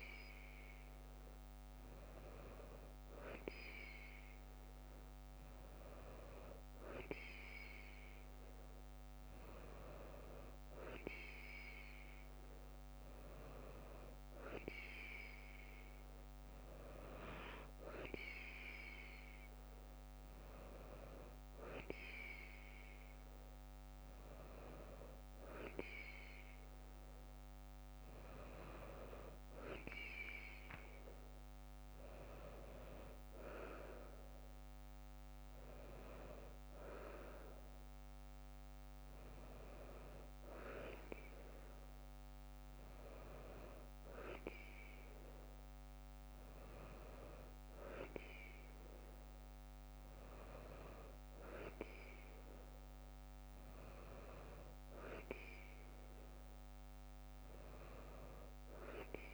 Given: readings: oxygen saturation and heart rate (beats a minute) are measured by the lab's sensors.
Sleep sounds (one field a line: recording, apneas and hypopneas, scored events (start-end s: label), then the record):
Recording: breathing in sleep by a microphone on the trachea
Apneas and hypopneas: none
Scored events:
none scored
From the record:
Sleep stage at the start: N2 (light sleep)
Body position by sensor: on the right side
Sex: female